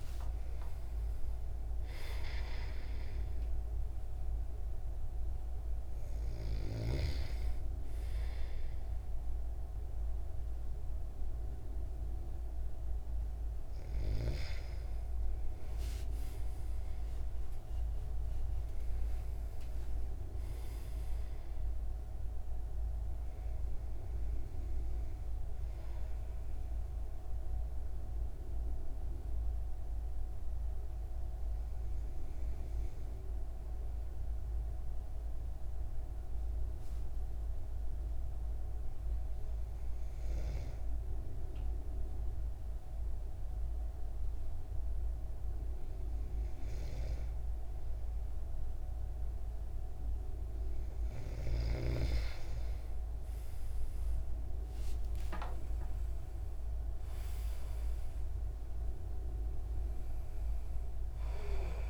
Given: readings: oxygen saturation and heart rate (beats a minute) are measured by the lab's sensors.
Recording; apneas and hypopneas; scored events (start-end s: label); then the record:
breathing in sleep by a room microphone; 1
0.00-2.00 s: arousal
0.00-20.00 s: oxygen desaturation (device-marked, oxygen 93% lowest, heart rate 66 extreme)
19.00-22.50 s: arousal
26.50-50.50 s: hypopnea (oxygen 97% before, 92% lowest, heart rate 75 before, 63 extreme, up 38 after)
48.00-61.90 s: oxygen desaturation (device-marked, oxygen 97% before, 93% lowest, heart rate 71 before, 63 extreme)
54.50-59.00 s: arousal
From the record:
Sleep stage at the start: N2 (light sleep); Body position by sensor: on the back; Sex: male